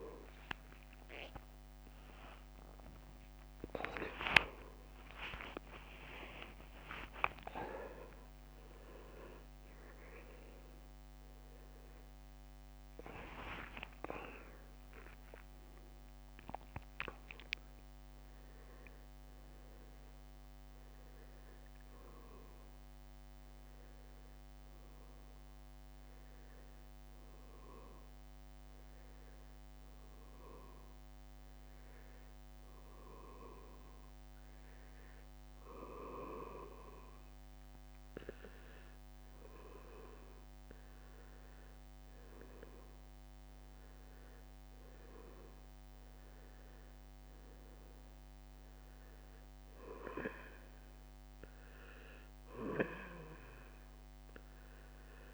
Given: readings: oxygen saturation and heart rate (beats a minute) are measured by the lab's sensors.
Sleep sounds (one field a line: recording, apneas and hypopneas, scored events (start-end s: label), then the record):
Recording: a person awake in a sleep study, by a microphone on the trachea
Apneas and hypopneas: none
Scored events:
0.00-4.50 s: tachycardia (device-marked, heart rate 117 extreme)
0.00-19.50 s: drop in pulse transit time (device-marked, heart rate 76 extreme)
13.00-15.00 s: long interval between heartbeats (device-marked, heart rate 95 before, 100 extreme)
28.50-55.34 s: new sleep stage, N2 (light sleep)
42.00-47.50 s: leg movement (device-marked)
From the record:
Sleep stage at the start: awake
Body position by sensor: on the back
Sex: male